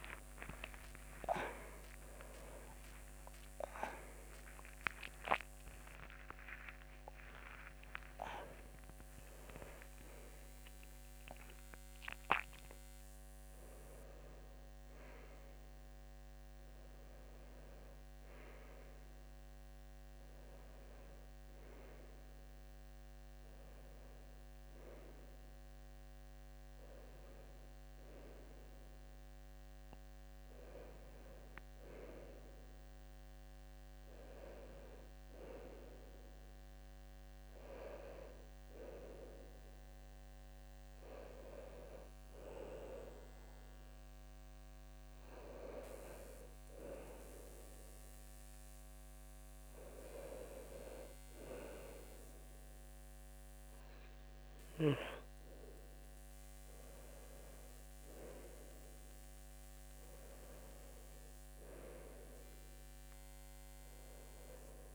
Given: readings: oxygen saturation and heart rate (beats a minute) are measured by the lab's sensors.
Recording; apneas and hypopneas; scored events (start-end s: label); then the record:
a person partly awake in a sleep study, by a microphone on the trachea; none
5.00-64.94 s: new sleep stage, N1 (lightest sleep)
19.00-23.00 s: oxygen desaturation (device-marked, oxygen 95% before, 90% lowest, heart rate 121 before, 72 extreme)
51.00-64.94 s: oxygen desaturation (device-marked, oxygen 97% before, 93% lowest, heart rate 73 before, 72 extreme)
From the record:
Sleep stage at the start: awake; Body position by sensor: on the left side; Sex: male